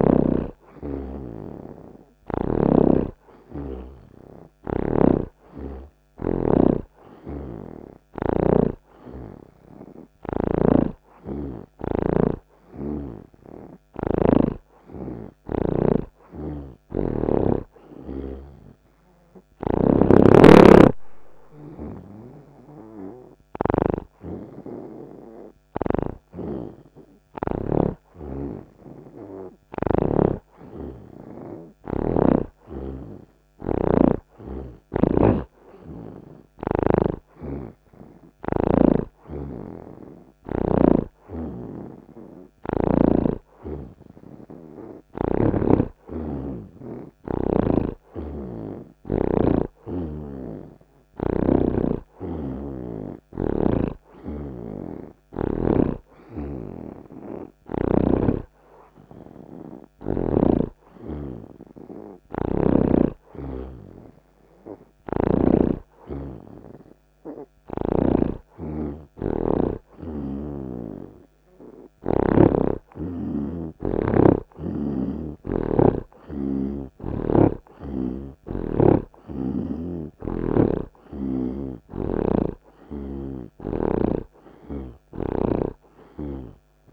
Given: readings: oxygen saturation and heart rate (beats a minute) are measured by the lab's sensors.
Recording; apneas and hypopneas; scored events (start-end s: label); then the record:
breathing in sleep by a microphone on the trachea; none
7.50-11.00 s: snoring (device-marked)
14.00-86.93 s: new sleep stage, N3 (deep sleep)
15.50-24.00 s: snoring (device-marked)
28.00-46.00 s: oxygen desaturation (device-marked, oxygen 86% before, 81% lowest)
28.50-35.50 s: snoring (device-marked)
37.50-41.00 s: snoring (device-marked)
48.00-51.50 s: snoring (device-marked)
48.00-67.00 s: oxygen desaturation (device-marked, oxygen 88% before, 82% lowest)
53.50-60.50 s: snoring (device-marked)
65.00-68.50 s: snoring (device-marked)
85.50-86.93 s: snoring (device-marked)
From the record:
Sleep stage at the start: N2 (light sleep); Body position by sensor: on the right side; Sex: male